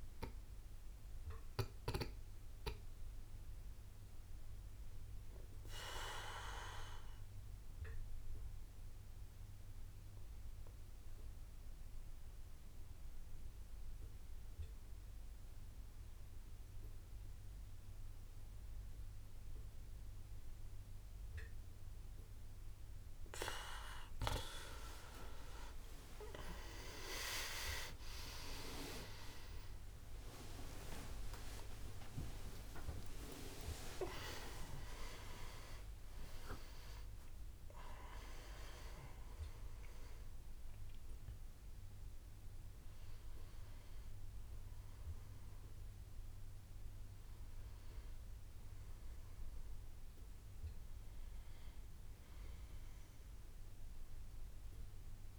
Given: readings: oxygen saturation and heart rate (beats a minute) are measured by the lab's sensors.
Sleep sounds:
breathing in sleep by a room microphone; 1
4.00-23.50 s: obstructive apnea (oxygen 99% before, 91% lowest)
24.00-35.00 s: oxygen desaturation (device-marked, oxygen 98% before, 93% lowest)
27.50-33.50 s: arousal
35.00-55.39 s: new sleep stage, N1 (lightest sleep)
43.00-51.00 s: oxygen desaturation (device-marked, oxygen 95% before, 91% lowest)
From the record:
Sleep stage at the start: N2 (light sleep); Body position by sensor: on the back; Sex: male

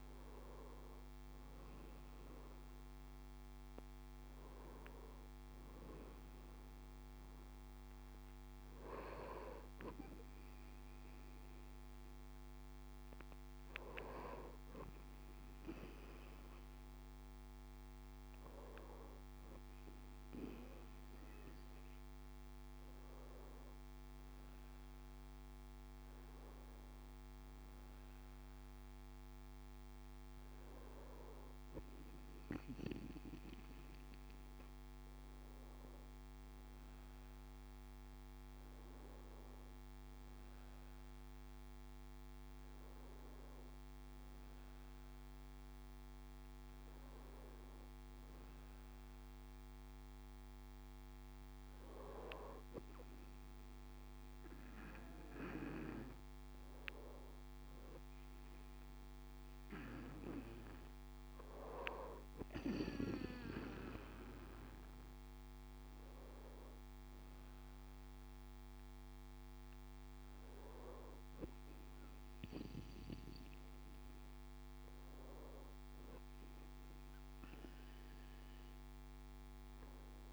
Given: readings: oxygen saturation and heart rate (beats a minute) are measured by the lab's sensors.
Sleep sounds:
breathing in sleep by a microphone on the trachea; none
none scored
From the record:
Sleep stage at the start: N2 (light sleep); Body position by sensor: on the right side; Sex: male

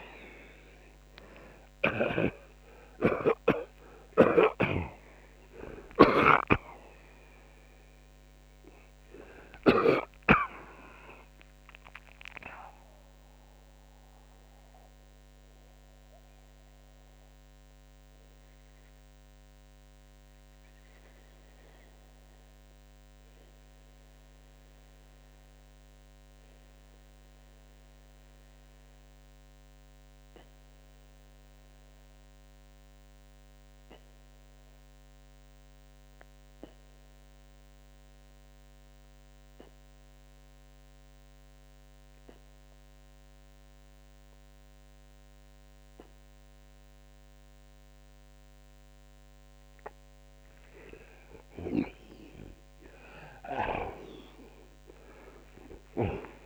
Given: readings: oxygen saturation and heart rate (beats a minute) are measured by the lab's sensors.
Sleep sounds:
breathing in sleep by a microphone on the trachea; 1
0.00-2.00 s: snoring (device-marked)
2.00-26.00 s: oxygen desaturation (device-marked, oxygen 91% before, 86% lowest)
4.00-9.50 s: snoring (device-marked)
14.50-49.50 s: mixed apnea (oxygen 91% before, 79% lowest)
34.00-45.00 s: oxygen desaturation (device-marked, oxygen 87% before, 79% lowest)
51.00-56.45 s: snoring (device-marked)
51.50-56.00 s: arousal
From the record:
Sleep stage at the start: REM sleep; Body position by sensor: on the back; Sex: male

